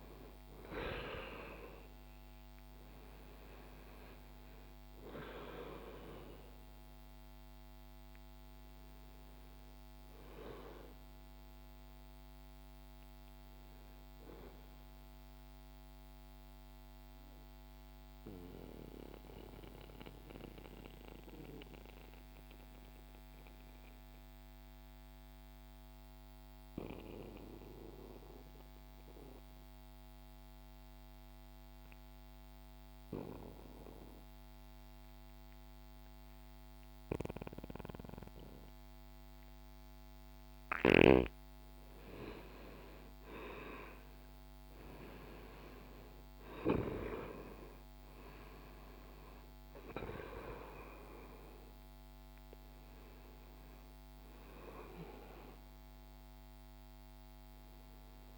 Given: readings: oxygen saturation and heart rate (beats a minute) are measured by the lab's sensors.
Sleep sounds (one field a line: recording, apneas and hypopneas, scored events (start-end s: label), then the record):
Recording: breathing in sleep by a microphone on the trachea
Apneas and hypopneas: 1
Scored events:
0.00-16.00 s: oxygen desaturation (device-marked, oxygen 91% lowest, heart rate 59 extreme)
14.50-39.00 s: mixed apnea (oxygen 96% before, 87% lowest, heart rate 62 before, 60 extreme, up 1 after)
21.00-35.00 s: oxygen desaturation (device-marked, oxygen 92% before, 88% lowest, heart rate 61 before, 63 extreme)
40.50-46.50 s: arousal
45.00-58.38 s: oxygen desaturation (device-marked, oxygen 99% before, 91% lowest, heart rate 64 before, 61 extreme)
From the record:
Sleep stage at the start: N2 (light sleep)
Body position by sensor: on the back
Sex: male